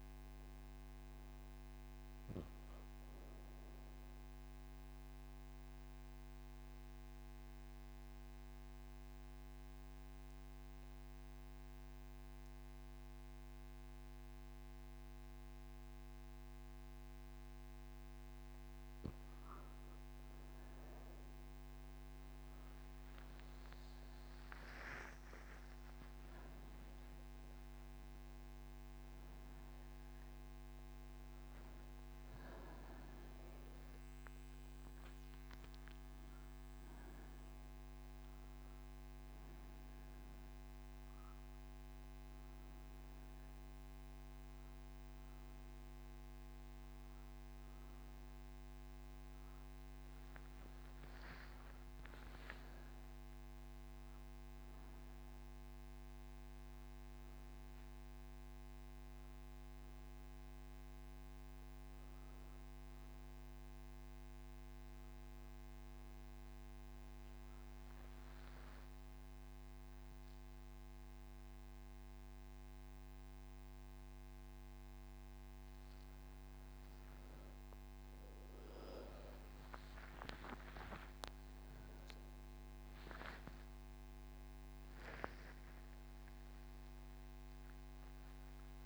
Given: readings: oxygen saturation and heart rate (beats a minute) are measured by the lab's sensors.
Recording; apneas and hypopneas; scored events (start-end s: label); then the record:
breathing in sleep, hard to hear, by a microphone on the trachea; 1
5.00-18.50 s: obstructive apnea (oxygen 97% before, 92% lowest)
64.00-77.00 s: oxygen desaturation (device-marked, oxygen 97% before, 92% lowest)
From the record:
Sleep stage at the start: N3 (deep sleep); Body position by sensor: on the right side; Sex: female